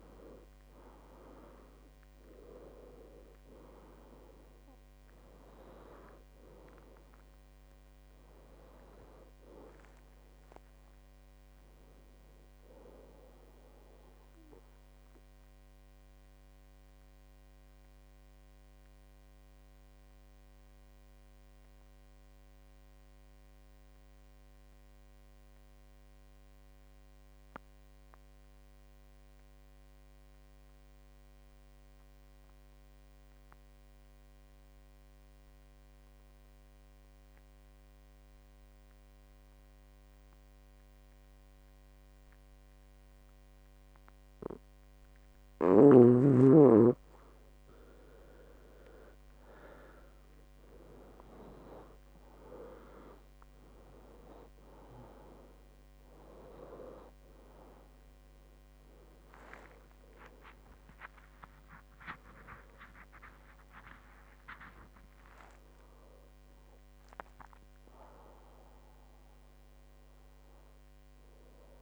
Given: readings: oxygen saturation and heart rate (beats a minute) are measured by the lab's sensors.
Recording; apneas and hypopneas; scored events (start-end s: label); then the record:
breathing in sleep by a microphone on the trachea; 1
0.00-1.50 s: arousal
0.00-26.00 s: oxygen desaturation (device-marked, oxygen 91% lowest, heart rate 61 extreme)
16.00-45.00 s: obstructive apnea (oxygen 98% before, 88% lowest, heart rate 74 before, 61 extreme, up 18 after)
37.00-71.82 s: oxygen desaturation (device-marked, oxygen 98% before, 88% lowest, heart rate 63 before, 61 extreme)
50.00-53.50 s: arousal
61.00-65.00 s: arousal
From the record:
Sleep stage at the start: N2 (light sleep); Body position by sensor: on the back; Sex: male